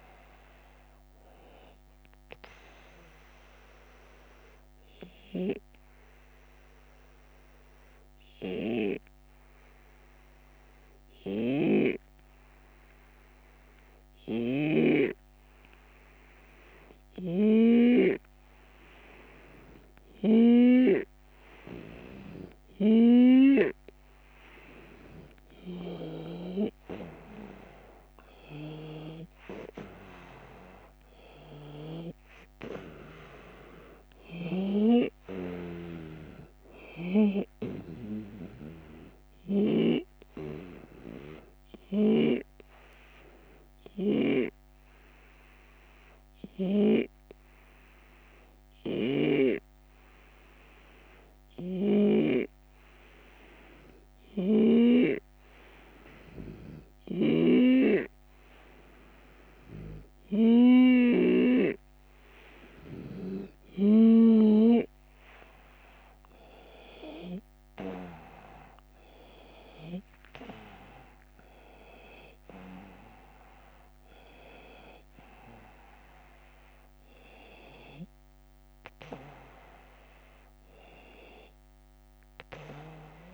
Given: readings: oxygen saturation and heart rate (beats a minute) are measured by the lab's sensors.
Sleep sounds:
breathing in sleep by a microphone on the trachea; 2
0.00-5.50 s: oxygen desaturation (device-marked, oxygen 91% lowest)
2.00-17.50 s: obstructive apnea (oxygen 96% before, 91% lowest)
19.50-23.00 s: arousal
22.50-24.50 s: long interval between heartbeats (device-marked)
26.50-51.50 s: oxygen desaturation (device-marked, oxygen 98% before, 92% lowest)
36.00-38.00 s: long interval between heartbeats (device-marked)
41.50-60.00 s: hypopnea (oxygen 98% before, 92% lowest)
48.50-55.00 s: snoring (device-marked)
49.50-52.50 s: drop in pulse transit time (device-marked)
57.00-61.00 s: snoring (device-marked)
63.50-65.50 s: drop in pulse transit time (device-marked)
69.00-74.00 s: arousal
From the record:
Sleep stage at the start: N2 (light sleep); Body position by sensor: on the right side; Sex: male

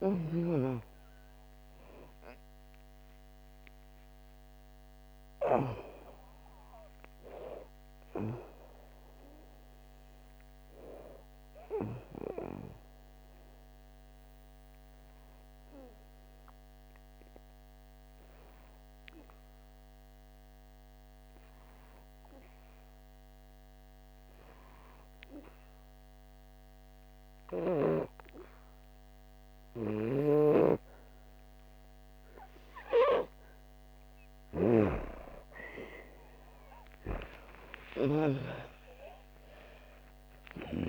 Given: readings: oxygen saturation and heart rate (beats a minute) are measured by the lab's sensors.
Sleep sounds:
breathing in sleep by a microphone on the trachea; 1
0.00-3.50 s: arousal
8.00-29.00 s: oxygen desaturation (device-marked, oxygen 94% before, 89% lowest, heart rate 68 before, 58 extreme)
14.00-33.50 s: obstructive apnea (oxygen 98% before, 88% lowest, heart rate 68 before, 56 extreme, up 10 after)
35.50-40.50 s: arousal
36.00-40.89 s: oxygen desaturation (device-marked, oxygen 98% before, 88% lowest, heart rate 61 before, 56 extreme)
38.00-40.89 s: snoring (device-marked)
From the record:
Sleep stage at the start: N2 (light sleep); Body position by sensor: on the back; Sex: female

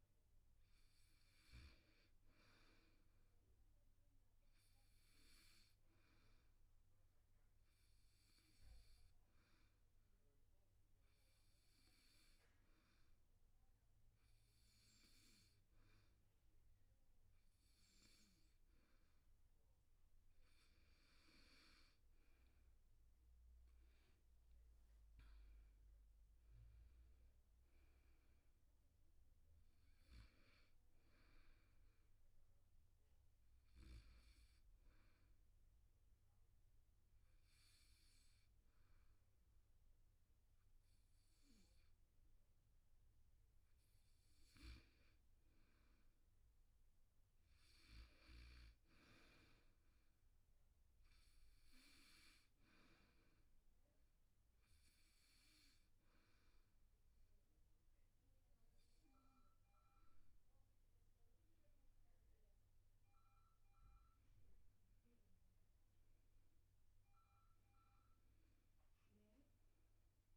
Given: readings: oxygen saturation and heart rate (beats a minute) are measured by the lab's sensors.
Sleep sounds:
breathing in sleep, hard to hear, by a room microphone; 3
2.00-13.00 s: oxygen desaturation (device-marked, oxygen 97% before, 94% lowest, heart rate 77 before, 77 extreme)
6.00-19.50 s: hypopnea (oxygen 97% before, 91% lowest, heart rate 77 before, 77 extreme, up 10 after)
22.50-25.50 s: arousal
25.00-45.00 s: oxygen desaturation (device-marked, oxygen 95% before, 91% lowest, heart rate 80 before, 71 extreme)
34.50-44.50 s: obstructive apnea (oxygen 96% before, 91% lowest, heart rate 82 before, 71 extreme, up 0 after)
46.50-49.50 s: arousal
54.00-64.00 s: hypopnea (oxygen 99% before, 92% lowest, heart rate 77 before, 71 extreme, up 6 after)
58.00-66.00 s: oxygen desaturation (device-marked, oxygen 98% before, 92% lowest, heart rate 76 before, 74 extreme)
62.00-70.37 s: new sleep stage, N1 (lightest sleep)
From the record:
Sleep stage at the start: N2 (light sleep); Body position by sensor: on the back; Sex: male

